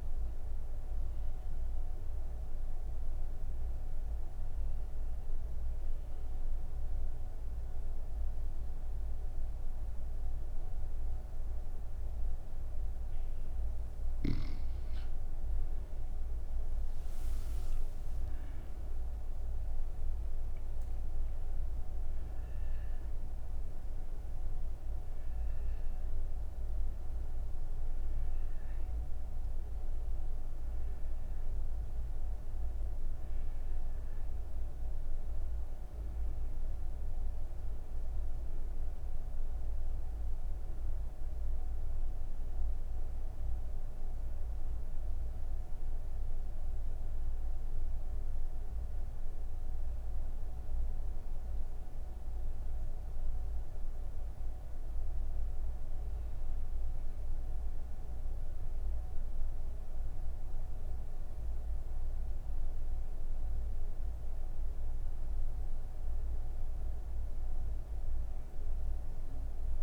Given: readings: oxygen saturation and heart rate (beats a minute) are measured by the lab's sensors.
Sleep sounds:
breathing in sleep, hard to hear, by a room microphone; none
15.00-63.00 s: oxygen desaturation (device-marked, oxygen 98% before, 88% lowest)
From the record:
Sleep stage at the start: N3 (deep sleep); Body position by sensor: on the right side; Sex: female

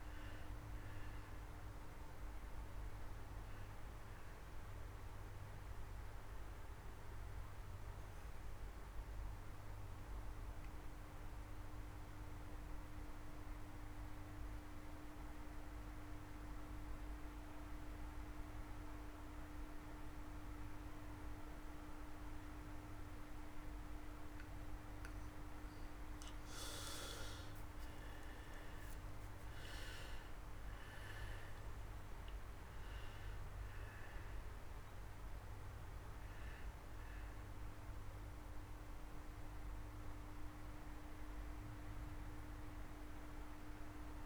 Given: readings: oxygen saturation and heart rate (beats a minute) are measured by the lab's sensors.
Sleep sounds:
breathing in sleep, hard to hear, by a room microphone; 1
0.00-23.50 s: oxygen desaturation (device-marked, oxygen 91% lowest)
5.00-24.50 s: mixed apnea (oxygen 98% before, 88% lowest)
28.00-33.00 s: arousal
From the record:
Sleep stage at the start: N2 (light sleep); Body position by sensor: on the back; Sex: male

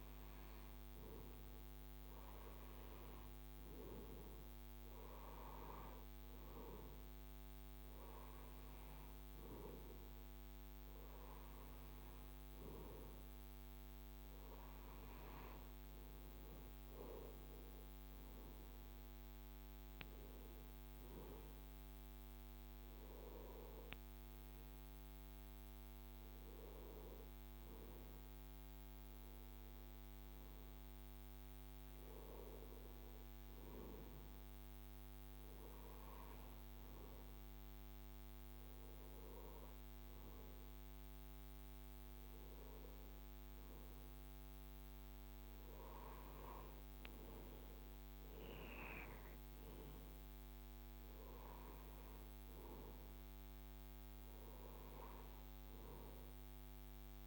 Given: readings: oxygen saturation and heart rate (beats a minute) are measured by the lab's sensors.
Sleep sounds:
breathing in sleep, hard to hear, by a microphone on the trachea; none
none scored
From the record:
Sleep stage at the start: N2 (light sleep); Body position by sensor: on the right side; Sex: male

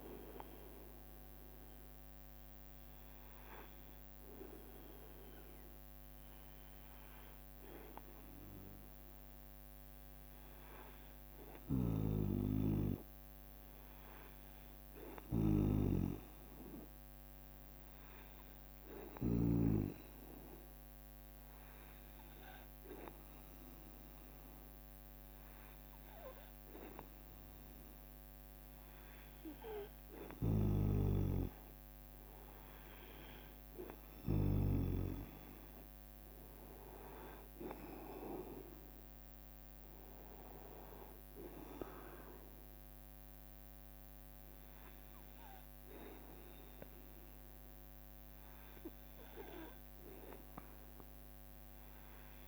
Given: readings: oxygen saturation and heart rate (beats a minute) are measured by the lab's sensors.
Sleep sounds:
breathing in sleep by a microphone on the trachea; 1
4.00-28.00 s: hypopnea (oxygen 96% before, 92% lowest, heart rate 69 before, 69 extreme, up 2 after)
30.00-35.00 s: arousal
47.00-49.50 s: leg movement (device-marked)
From the record:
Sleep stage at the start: N2 (light sleep); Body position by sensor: on the right side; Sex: male

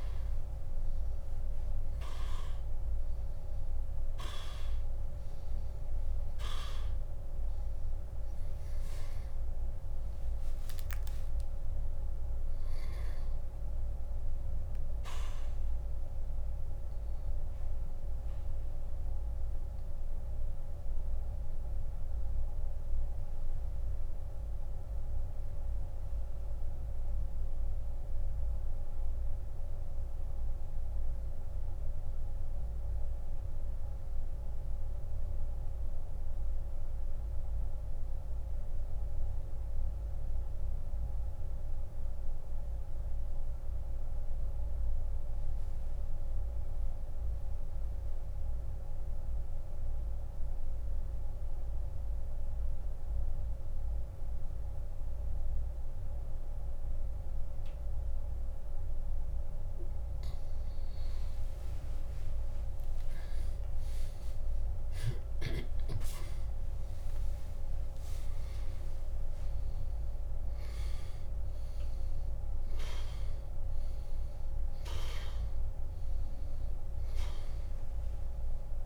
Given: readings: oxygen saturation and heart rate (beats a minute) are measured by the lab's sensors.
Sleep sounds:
breathing in sleep, hard to hear, by a room microphone; 1
0.00-1.00 s: arousal
16.00-58.00 s: central apnea (oxygen 97% before, 84% lowest)
26.00-39.00 s: oxygen desaturation (device-marked, oxygen 95% before, 91% lowest, heart rate 73 before, 53 extreme)
62.50-68.00 s: arousal
69.00-78.85 s: oxygen desaturation (device-marked, oxygen 96% before, 84% lowest, heart rate 75 before, 37 extreme)
From the record:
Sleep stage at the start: N2 (light sleep); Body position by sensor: on the back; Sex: male

